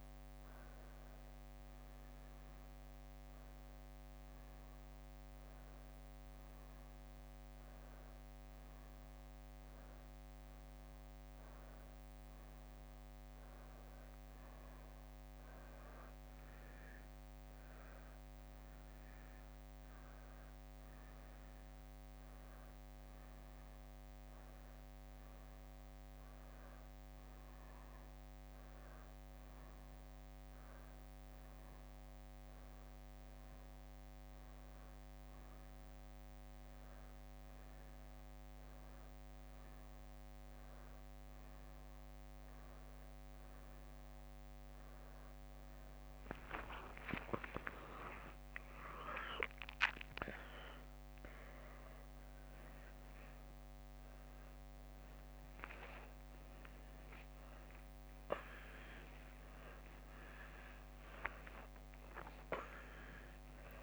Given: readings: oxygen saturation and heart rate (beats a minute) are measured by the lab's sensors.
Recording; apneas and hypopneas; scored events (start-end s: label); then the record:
a person awake in a sleep study, by a microphone on the trachea; none
15.50-20.00 s: leg movement (device-marked)
21.50-32.50 s: drop in pulse transit time (device-marked, heart rate 65 before, 65 extreme)
46.00-50.50 s: leg movement (device-marked)
47.50-57.50 s: drop in pulse transit time (device-marked, heart rate 68 before, 67 extreme)
55.50-59.00 s: leg movement (device-marked)
From the record:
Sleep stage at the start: awake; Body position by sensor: on the back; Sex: female